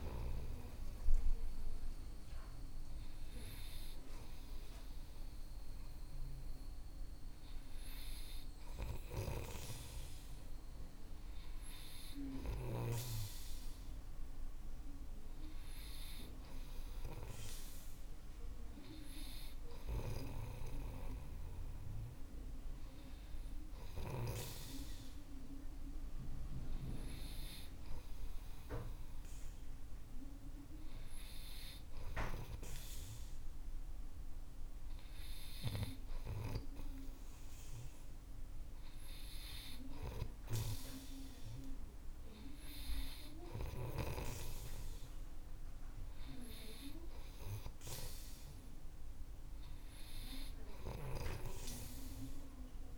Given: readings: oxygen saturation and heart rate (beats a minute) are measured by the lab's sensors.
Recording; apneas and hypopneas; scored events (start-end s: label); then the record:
breathing in sleep by a room microphone; none
9.50-13.50 s: snoring (device-marked)
From the record:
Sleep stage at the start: N3 (deep sleep); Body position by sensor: on the right side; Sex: male